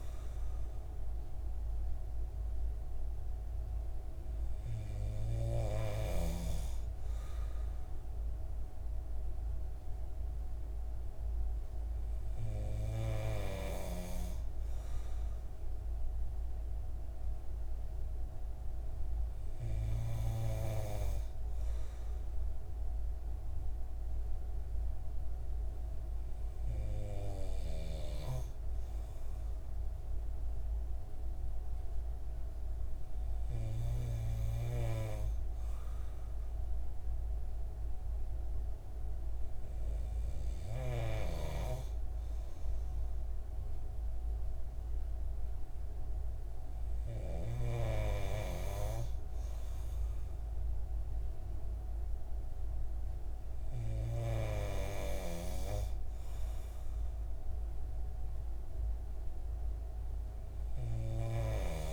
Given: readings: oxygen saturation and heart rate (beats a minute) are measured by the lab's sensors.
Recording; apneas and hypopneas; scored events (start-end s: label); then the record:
breathing in sleep by a room microphone; none
none scored
From the record:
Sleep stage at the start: N2 (light sleep); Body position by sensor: on the right side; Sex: male